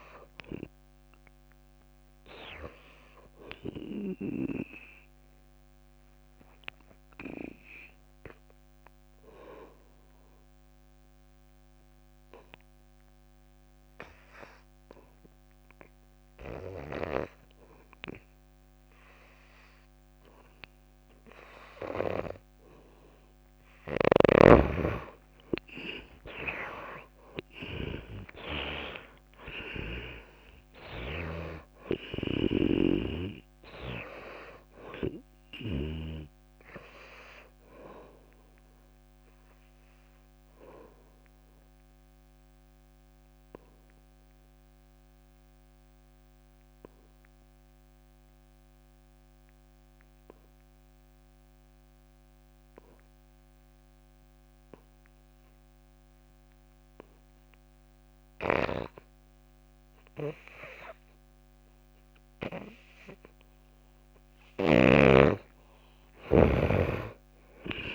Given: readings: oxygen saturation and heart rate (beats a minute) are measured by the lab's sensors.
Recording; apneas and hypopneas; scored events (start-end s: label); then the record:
breathing in sleep by a microphone on the trachea; 2
4.00-22.50 s: obstructive apnea (oxygen 97% before, 75% lowest)
22.00-45.00 s: oxygen desaturation (device-marked, oxygen 97% before, 83% lowest)
25.00-29.00 s: arousal
40.00-63.00 s: obstructive apnea (oxygen 97% before, 75% lowest)
57.00-67.95 s: oxygen desaturation (device-marked, oxygen 98% before, 75% lowest)
66.50-67.95 s: arousal
From the record:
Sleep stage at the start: N2 (light sleep); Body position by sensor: on the back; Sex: female